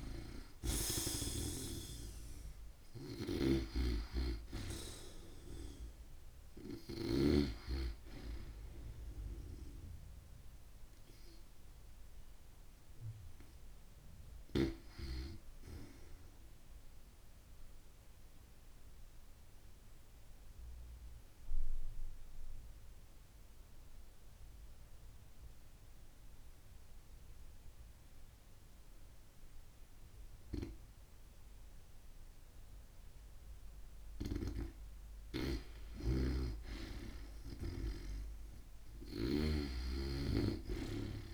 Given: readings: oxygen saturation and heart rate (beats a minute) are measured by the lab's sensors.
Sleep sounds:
breathing in sleep by a room microphone; 1
0.00-7.00 s: snoring (device-marked)
0.00-13.50 s: oxygen desaturation (device-marked, oxygen 88% lowest)
13.00-15.50 s: arousal
17.50-33.50 s: obstructive apnea (oxygen 95% before, 88% lowest)
33.50-39.00 s: snoring (device-marked)
35.50-39.50 s: arousal
From the record:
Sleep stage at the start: N2 (light sleep); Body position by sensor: on the back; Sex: female

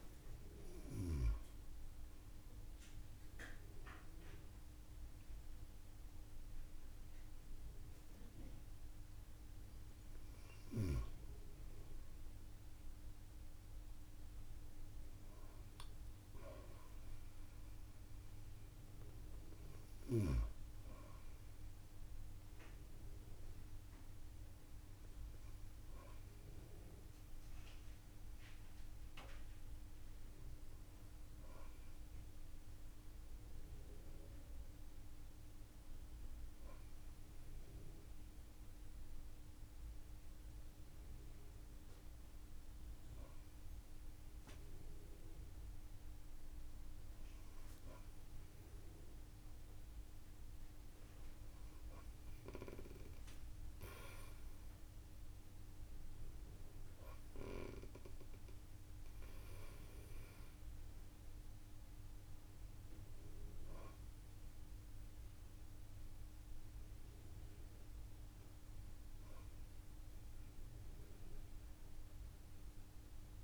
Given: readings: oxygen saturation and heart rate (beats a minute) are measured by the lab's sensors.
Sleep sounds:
breathing in sleep by a room microphone; none
0.00-2.50 s: oxygen desaturation (device-marked, oxygen 94% lowest)
From the record:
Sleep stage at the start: N2 (light sleep); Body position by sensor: on the front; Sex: female

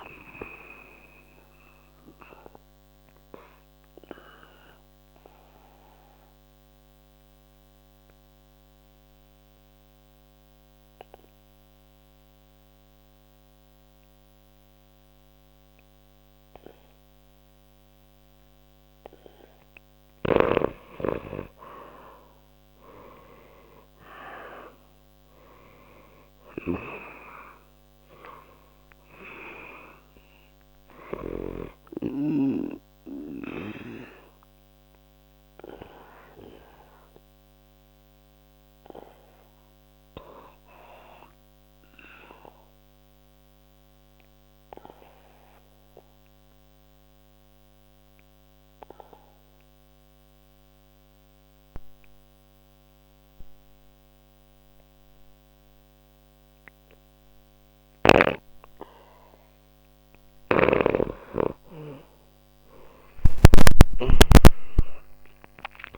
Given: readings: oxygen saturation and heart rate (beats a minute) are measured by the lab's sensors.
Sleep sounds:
breathing in sleep by a microphone on the trachea; 2
0.00-14.50 s: oxygen desaturation (device-marked, oxygen 90% lowest, heart rate 59 extreme)
1.50-18.50 s: obstructive apnea (oxygen 98% before, 89% lowest, heart rate 83 before, 59 extreme, up 4 after)
22.50-28.00 s: arousal
26.50-47.50 s: oxygen desaturation (device-marked, oxygen 98% before, 89% lowest, heart rate 61 before, 60 extreme)
34.00-59.00 s: obstructive apnea (oxygen 98% before, 87% lowest, heart rate 61 before, 60 extreme, up 21 after)
61.50-65.98 s: oxygen desaturation (device-marked, oxygen 97% before, 87% lowest, heart rate 61 before, 59 extreme)
63.00-65.98 s: arousal
From the record:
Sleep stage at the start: N2 (light sleep); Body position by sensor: on the back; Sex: male

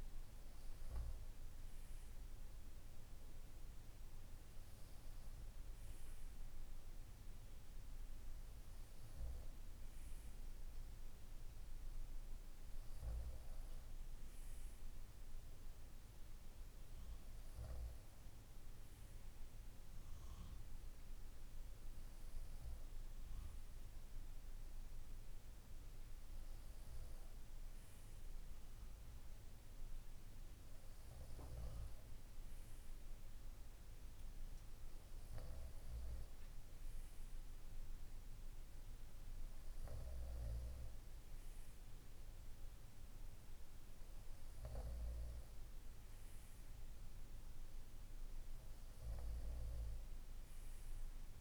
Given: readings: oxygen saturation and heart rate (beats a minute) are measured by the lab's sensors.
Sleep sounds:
breathing in sleep, hard to hear, by a room microphone; none
none scored
From the record:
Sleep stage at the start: N2 (light sleep); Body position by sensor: on the right side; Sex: male

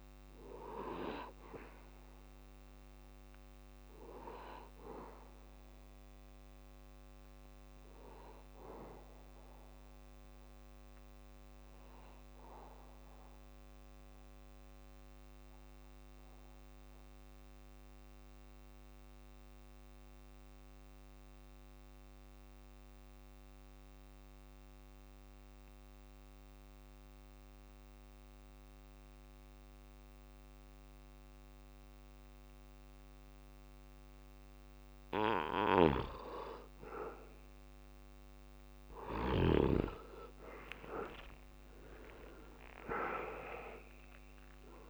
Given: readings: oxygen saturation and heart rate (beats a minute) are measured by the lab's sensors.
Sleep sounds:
breathing in sleep by a microphone on the trachea; 1
0.00-16.00 s: oxygen desaturation (device-marked, oxygen 84% lowest, heart rate 64 extreme)
14.00-34.00 s: mixed apnea (oxygen 95% before, 84% lowest)
31.00-44.90 s: oxygen desaturation (device-marked, oxygen 98% before, 84% lowest)
36.50-41.00 s: arousal
From the record:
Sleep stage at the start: N2 (light sleep); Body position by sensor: on the back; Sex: male

